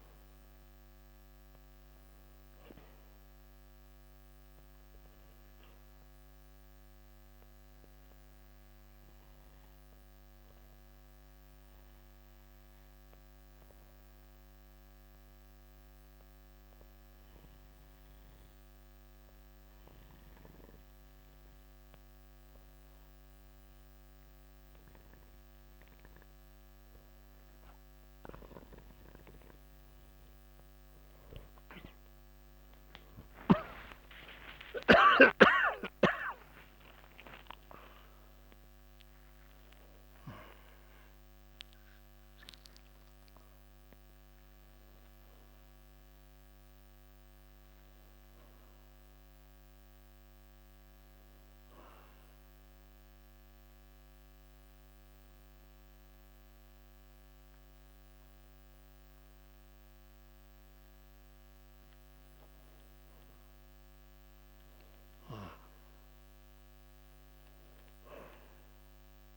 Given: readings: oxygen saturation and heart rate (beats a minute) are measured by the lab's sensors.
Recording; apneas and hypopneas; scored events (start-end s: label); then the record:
breathing in sleep by a microphone on the trachea; 2
0.00-13.00 s: oxygen desaturation (device-marked, oxygen 93% lowest, heart rate 37 extreme)
8.00-30.50 s: obstructive apnea (oxygen 97% before, 92% lowest)
32.50-38.00 s: arousal
36.00-59.00 s: oxygen desaturation (device-marked, oxygen 96% before, 92% lowest)
53.00-63.50 s: obstructive apnea (oxygen 96% before, 93% lowest)
65.50-69.37 s: arousal
From the record:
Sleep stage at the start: N2 (light sleep); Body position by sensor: on the back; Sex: male